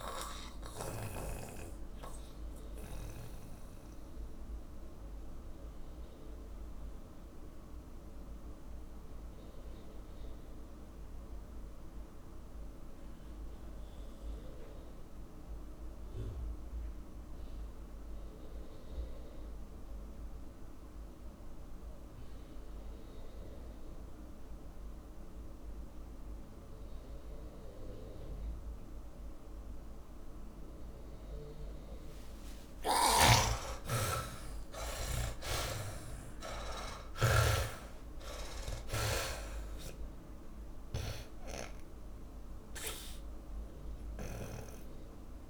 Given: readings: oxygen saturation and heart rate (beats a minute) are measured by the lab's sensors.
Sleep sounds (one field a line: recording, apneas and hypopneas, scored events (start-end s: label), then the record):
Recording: breathing in sleep by a room microphone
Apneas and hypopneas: 1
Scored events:
0.00-1.50 s: snoring (device-marked)
0.00-17.50 s: oxygen desaturation (device-marked, oxygen 71% lowest)
2.50-32.50 s: mixed apnea (oxygen 99% before, 71% lowest)
33.00-37.50 s: arousal
33.00-37.50 s: snoring (device-marked)
38.50-45.50 s: oxygen desaturation (device-marked, oxygen 96% before, 76% lowest)
From the record:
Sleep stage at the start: REM sleep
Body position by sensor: on the back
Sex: male